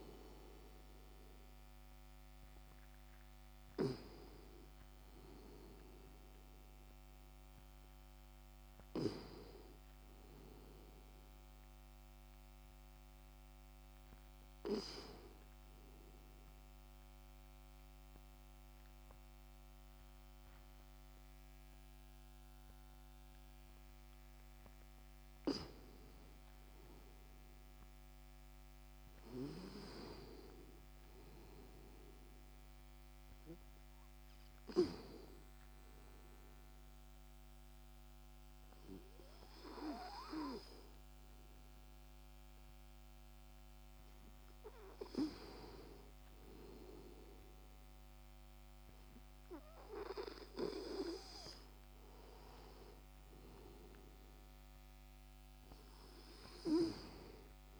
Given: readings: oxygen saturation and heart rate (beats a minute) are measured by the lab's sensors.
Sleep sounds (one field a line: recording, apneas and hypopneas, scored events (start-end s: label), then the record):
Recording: breathing in sleep by a microphone on the trachea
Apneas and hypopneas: 1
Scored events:
0.00-15.50 s: oxygen desaturation (device-marked, oxygen 94% lowest, heart rate 66 extreme)
16.00-26.00 s: obstructive apnea (oxygen 98% before, 94% lowest, heart rate 68 before, 66 extreme, up 8 after)
28.50-32.50 s: arousal
From the record:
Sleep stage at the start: N2 (light sleep)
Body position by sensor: on the back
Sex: male